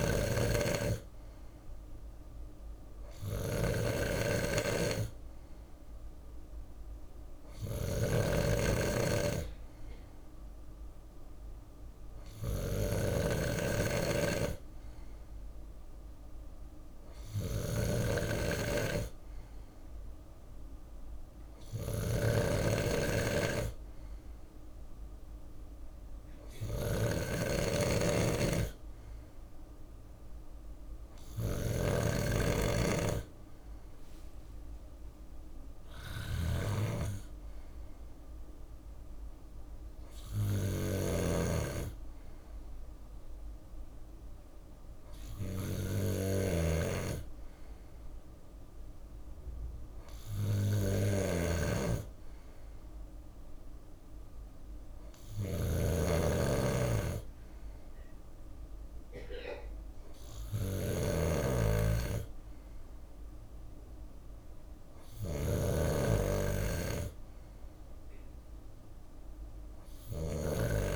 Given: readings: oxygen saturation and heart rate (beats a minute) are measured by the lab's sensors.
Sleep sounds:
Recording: breathing in sleep by a room microphone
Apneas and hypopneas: none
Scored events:
0.00-70.96 s: snoring (device-marked)
33.50-44.50 s: drop in pulse transit time (device-marked, heart rate 64 before, 61 extreme)
35.50-39.50 s: arousal
From the record:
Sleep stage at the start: N2 (light sleep)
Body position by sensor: on the left side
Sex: male

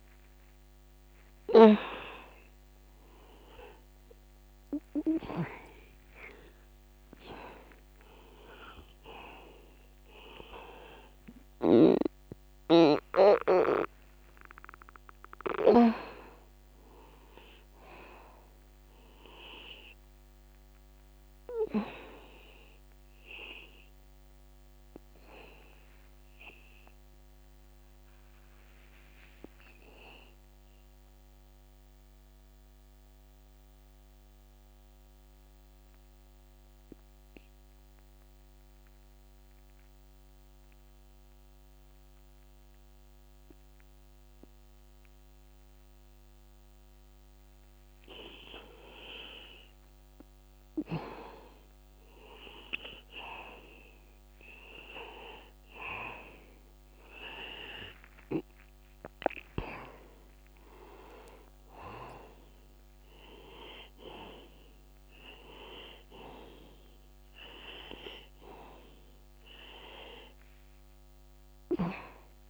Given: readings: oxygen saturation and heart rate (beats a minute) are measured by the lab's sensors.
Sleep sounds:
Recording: breathing in sleep by a microphone on the trachea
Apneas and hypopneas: 1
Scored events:
1.50-24.50 s: oxygen desaturation (device-marked, oxygen 97% before, 92% lowest, heart rate 61 before, 52 extreme)
23.50-26.50 s: arousal
28.00-49.50 s: obstructive apnea (oxygen 97% before, 86% lowest, heart rate 58 before, 61 extreme, up 0 after)
54.50-58.00 s: arousal
59.50-72.50 s: oxygen desaturation (device-marked, oxygen 97% before, 86% lowest, heart rate 61 before, 60 extreme)
From the record:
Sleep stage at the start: N2 (light sleep)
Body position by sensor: on the back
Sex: male

